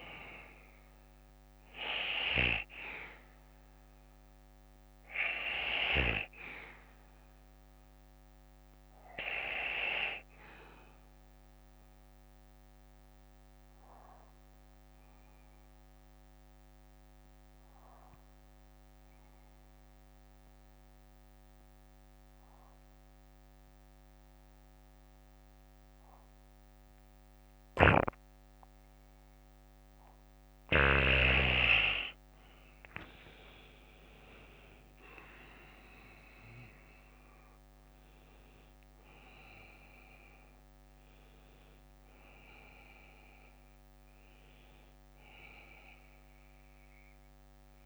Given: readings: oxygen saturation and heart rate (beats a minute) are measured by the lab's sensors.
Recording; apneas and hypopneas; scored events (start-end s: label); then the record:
breathing in sleep by a microphone on the trachea; 1
2.50-5.50 s: bradycardia (device-marked, heart rate 60 before, 63 extreme)
7.50-9.50 s: bradycardia (device-marked, heart rate 60 before, 59 extreme)
10.50-29.50 s: bradycardia (device-marked, heart rate 60 before, 49 extreme)
12.00-32.50 s: obstructive apnea (oxygen 95% before, 91% lowest, heart rate 64 before, 46 extreme, up 13 after)
34.50-40.00 s: arousal
38.50-47.85 s: oxygen desaturation (device-marked, oxygen 96% before, 93% lowest, heart rate 59 before, 46 extreme)
46.50-47.85 s: bradycardia (device-marked, heart rate 60 before, 46 extreme)
From the record:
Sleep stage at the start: N2 (light sleep); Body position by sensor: on the back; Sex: male